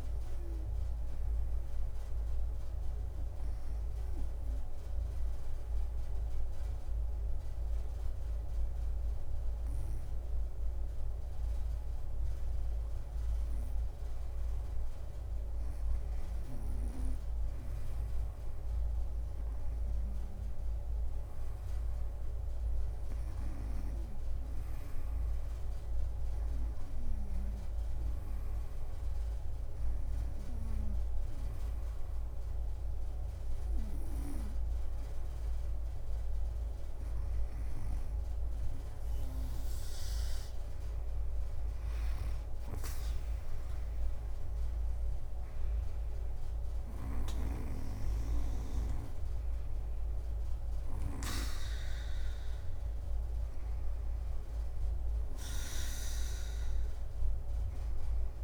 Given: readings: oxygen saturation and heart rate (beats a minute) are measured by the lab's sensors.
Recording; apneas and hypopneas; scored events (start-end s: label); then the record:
breathing in sleep by a room microphone; 1
5.00-17.00 s: obstructive apnea (oxygen 98% before, 93% lowest, heart rate 60 before, 58 extreme, up 5 after)
9.00-18.00 s: drop in pulse transit time (device-marked, heart rate 59 before, 57 extreme)
18.00-21.50 s: arousal
26.00-56.00 s: oxygen desaturation (device-marked, oxygen 97% before, 93% lowest, heart rate 60 before, 55 extreme)
41.00-58.44 s: drop in pulse transit time (device-marked, heart rate 62 before, 68 extreme)
41.50-46.50 s: arousal
42.00-44.50 s: leg movement (device-marked)
42.00-51.50 s: snoring (device-marked)
From the record:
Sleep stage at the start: REM sleep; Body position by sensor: on the back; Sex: female